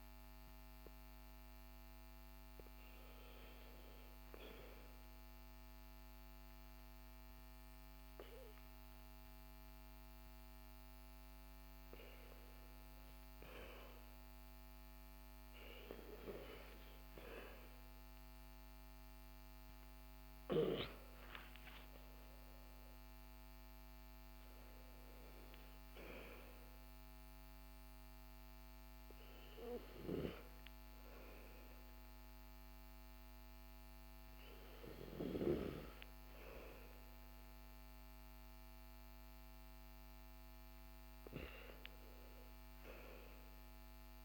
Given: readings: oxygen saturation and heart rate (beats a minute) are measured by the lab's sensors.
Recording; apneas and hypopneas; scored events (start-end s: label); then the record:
breathing in sleep by a microphone on the trachea; none
32.50-40.50 s: oxygen desaturation (device-marked, oxygen 97% before, 94% lowest, heart rate 65 before, 51 extreme)
From the record:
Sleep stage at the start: REM sleep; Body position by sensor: on the back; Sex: male